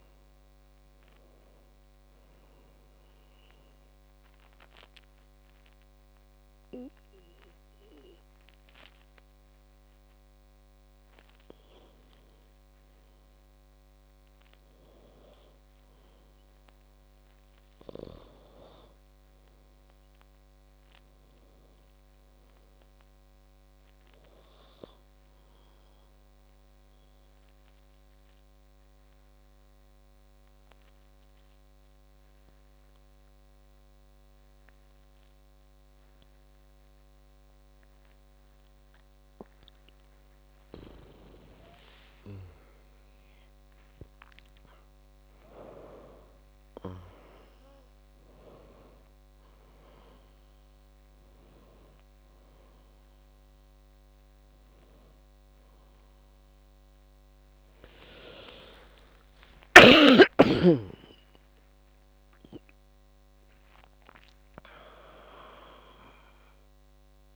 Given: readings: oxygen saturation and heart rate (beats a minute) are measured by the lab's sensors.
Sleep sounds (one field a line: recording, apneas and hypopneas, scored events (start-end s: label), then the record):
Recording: a person partly awake in a sleep study, by a microphone on the trachea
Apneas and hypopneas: 1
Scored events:
20.50-23.50 s: arousal
26.50-41.50 s: obstructive apnea (oxygen 99% before, 92% lowest, heart rate 64 before, 59 extreme, up 21 after)
40.00-67.36 s: new sleep stage, awake
45.00-67.36 s: oxygen desaturation (device-marked, oxygen 96% before, 92% lowest, heart rate 65 before, 61 extreme)
From the record:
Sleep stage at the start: N2 (light sleep)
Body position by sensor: on the back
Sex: female